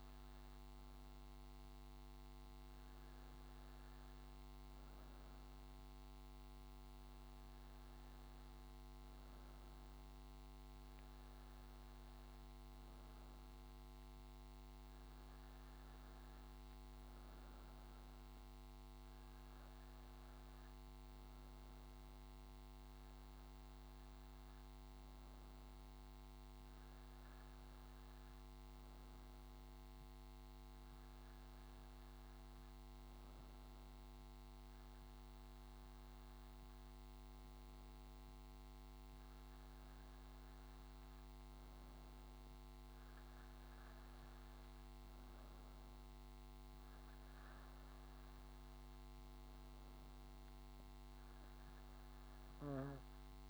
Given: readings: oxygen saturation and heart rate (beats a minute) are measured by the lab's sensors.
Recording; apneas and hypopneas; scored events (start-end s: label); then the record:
breathing in sleep, hard to hear, by a microphone on the trachea; none
3.50-53.50 s: new sleep stage, N2 (light sleep)
From the record:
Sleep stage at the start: N1 (lightest sleep); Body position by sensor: on the back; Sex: female